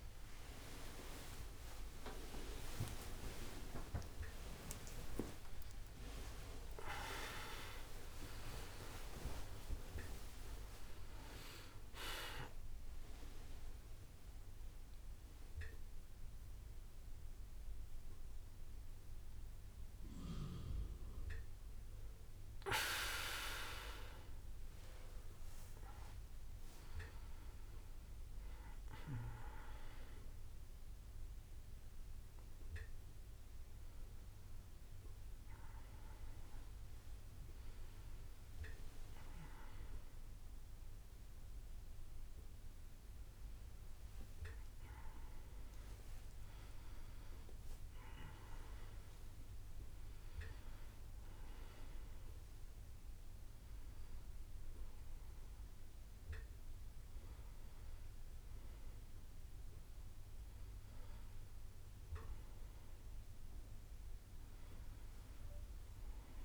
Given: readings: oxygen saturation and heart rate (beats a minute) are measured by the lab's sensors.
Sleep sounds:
a person partly awake in a sleep study, by a room microphone; none
5.00-7.00 s: long interval between heartbeats (device-marked)
5.50-31.50 s: bradycardia (device-marked)
10.50-40.50 s: new sleep stage, awake
40.50-66.45 s: new sleep stage, N1 (lightest sleep)
From the record:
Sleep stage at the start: N1 (lightest sleep); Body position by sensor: on the back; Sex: male

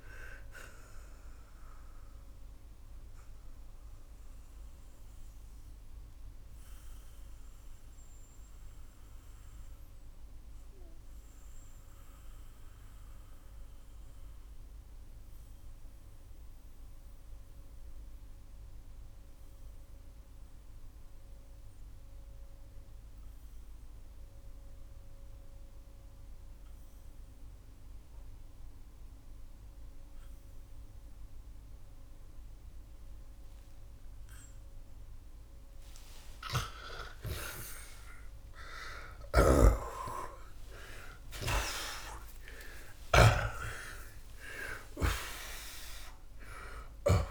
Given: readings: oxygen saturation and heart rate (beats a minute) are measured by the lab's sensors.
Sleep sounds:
breathing in sleep by a room microphone; 1
3.00-37.00 s: mixed apnea (oxygen 93% before, 75% lowest)
4.50-18.50 s: oxygen desaturation (device-marked, oxygen 92% before, 85% lowest)
36.00-43.00 s: snoring (device-marked)
38.50-42.00 s: arousal
41.50-47.31 s: oxygen desaturation (device-marked, oxygen 93% before, 86% lowest)
From the record:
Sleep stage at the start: REM sleep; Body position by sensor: on the back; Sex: male

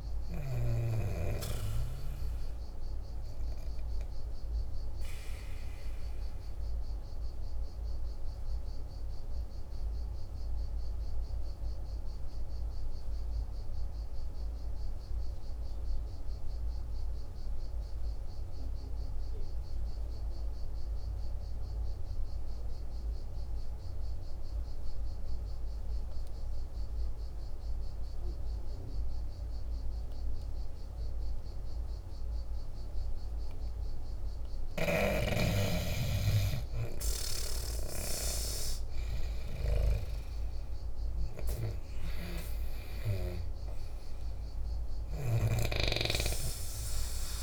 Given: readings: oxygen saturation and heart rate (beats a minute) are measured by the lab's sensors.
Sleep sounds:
breathing in sleep by a room microphone; 1
0.00-13.50 s: oxygen desaturation (device-marked, oxygen 86% lowest, heart rate 49 extreme)
4.50-32.50 s: obstructive apnea (oxygen 98% before, 86% lowest, heart rate 58 before, 48 extreme, up 5 after)
32.50-47.42 s: oxygen desaturation (device-marked, oxygen 98% before, 87% lowest, heart rate 51 before, 48 extreme)
34.00-38.00 s: arousal
45.00-47.42 s: snoring (device-marked)
From the record:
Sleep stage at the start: N2 (light sleep); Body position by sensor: on the back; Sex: male

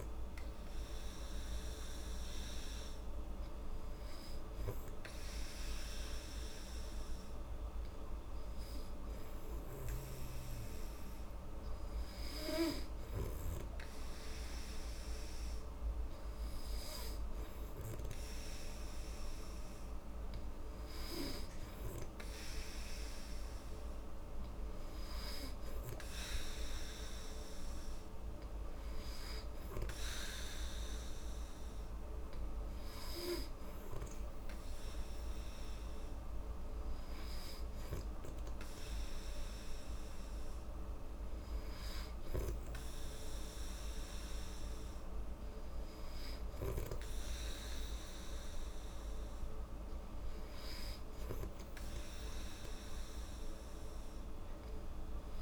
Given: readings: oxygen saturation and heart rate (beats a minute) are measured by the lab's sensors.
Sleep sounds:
breathing in sleep, hard to hear, by a room microphone; 1
5.50-20.50 s: hypopnea (oxygen 95% before, 93% lowest, heart rate 75 before, 75 extreme, up 2 after)
22.50-25.50 s: arousal
From the record:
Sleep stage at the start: N2 (light sleep); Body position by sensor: on the back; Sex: female

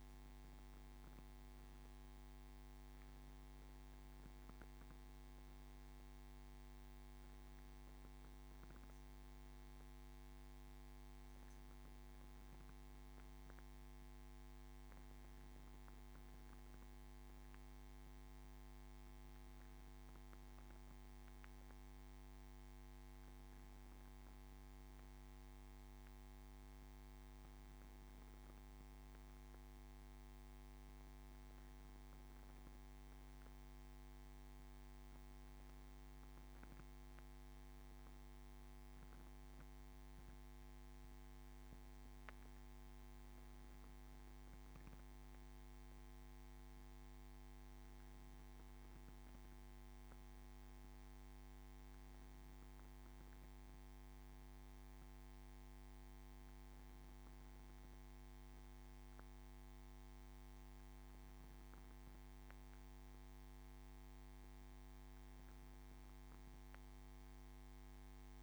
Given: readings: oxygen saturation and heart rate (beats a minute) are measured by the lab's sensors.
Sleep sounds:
breathing in sleep, hard to hear, by a microphone on the trachea; none
45.50-68.43 s: new sleep stage, N2 (light sleep)
From the record:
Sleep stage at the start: N1 (lightest sleep); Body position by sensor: on the back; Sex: male

